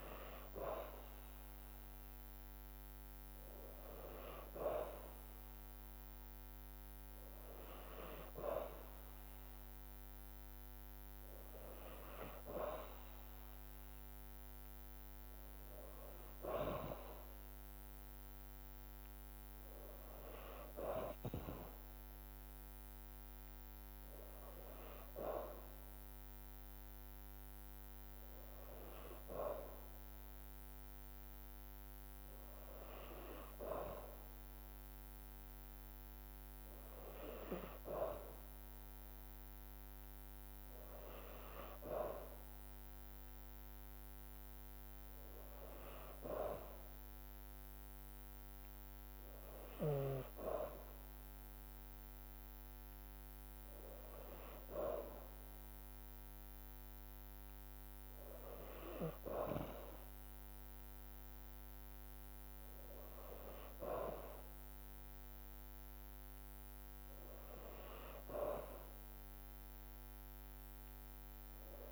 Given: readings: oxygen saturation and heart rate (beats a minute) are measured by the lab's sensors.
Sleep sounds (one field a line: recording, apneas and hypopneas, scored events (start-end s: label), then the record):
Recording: breathing in sleep by a microphone on the trachea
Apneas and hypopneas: none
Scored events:
none scored
From the record:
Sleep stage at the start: N2 (light sleep)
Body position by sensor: on the back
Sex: female